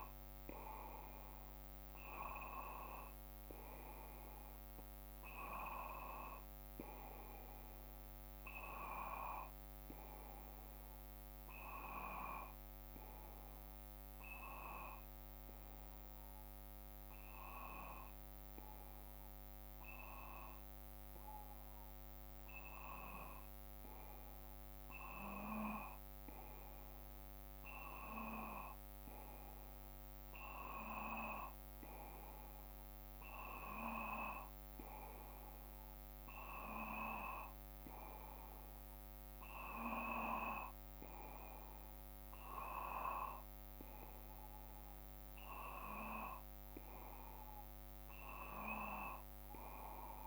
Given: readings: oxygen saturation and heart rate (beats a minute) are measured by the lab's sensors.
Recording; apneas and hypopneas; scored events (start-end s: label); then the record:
breathing in sleep by a microphone on the trachea; none
none scored
From the record:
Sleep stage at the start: N2 (light sleep); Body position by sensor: on the back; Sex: male